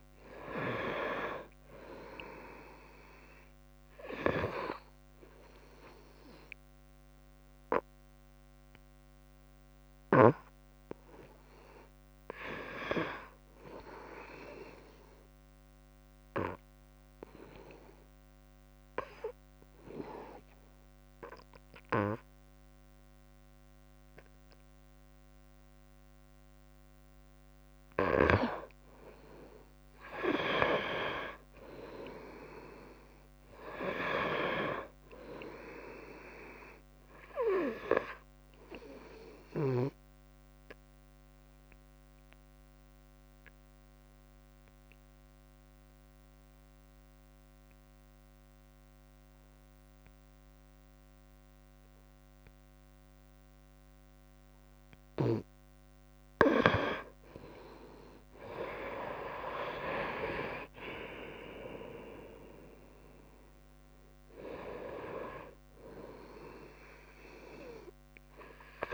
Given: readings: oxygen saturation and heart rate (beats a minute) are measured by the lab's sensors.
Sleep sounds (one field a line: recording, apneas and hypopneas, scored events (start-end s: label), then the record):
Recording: breathing in sleep by a microphone on the trachea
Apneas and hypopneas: 2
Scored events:
0.00-10.50 s: oxygen desaturation (device-marked, oxygen 90% lowest, heart rate 64 extreme)
3.50-68.94 s: new sleep stage, N2 (light sleep)
14.00-27.50 s: obstructive apnea (oxygen 97% before, 89% lowest, heart rate 71 before, 64 extreme, up 15 after)
28.00-30.00 s: long interval between heartbeats (device-marked, heart rate 67 before, 76 extreme)
29.00-32.50 s: arousal
34.50-50.50 s: oxygen desaturation (device-marked, oxygen 95% before, 90% lowest, heart rate 70 before, 67 extreme)
39.00-56.00 s: obstructive apnea (oxygen 97% before, 87% lowest, heart rate 71 before, 67 extreme, up 22 after)
55.00-57.00 s: long interval between heartbeats (device-marked, heart rate 70 before, 79 extreme)
57.00-60.50 s: arousal
57.50-59.50 s: long interval between heartbeats (device-marked, heart rate 71 before, 89 extreme)
61.50-68.94 s: oxygen desaturation (device-marked, oxygen 96% before, 89% lowest, heart rate 75 before, 67 extreme)
From the record:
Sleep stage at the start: N1 (lightest sleep)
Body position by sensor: on the front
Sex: female